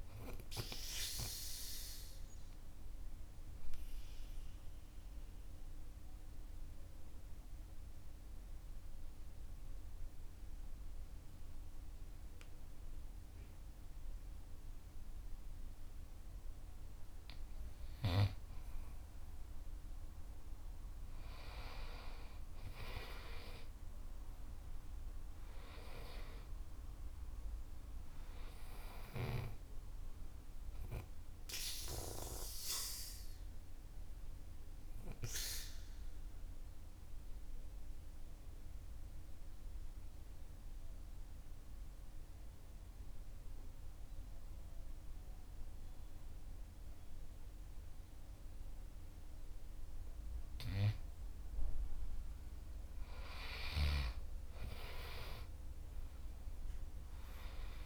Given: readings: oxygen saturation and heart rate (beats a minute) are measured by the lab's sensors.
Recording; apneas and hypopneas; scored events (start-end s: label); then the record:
breathing in sleep by a room microphone; 2
3.50-18.50 s: mixed apnea (oxygen 98% before, 92% lowest, heart rate 55 before, 47 extreme, up 14 after)
18.00-22.00 s: oxygen desaturation (device-marked, oxygen 96% before, 93% lowest, heart rate 51 before, 49 extreme)
23.00-27.00 s: arousal
35.00-50.50 s: obstructive apnea (oxygen 97% before, 92% lowest, heart rate 55 before, 47 extreme, up 15 after)
47.00-56.00 s: oxygen desaturation (device-marked, oxygen 96% before, 92% lowest, heart rate 52 before, 47 extreme)
55.00-57.86 s: arousal
From the record:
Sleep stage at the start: N2 (light sleep); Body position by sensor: on the back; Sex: male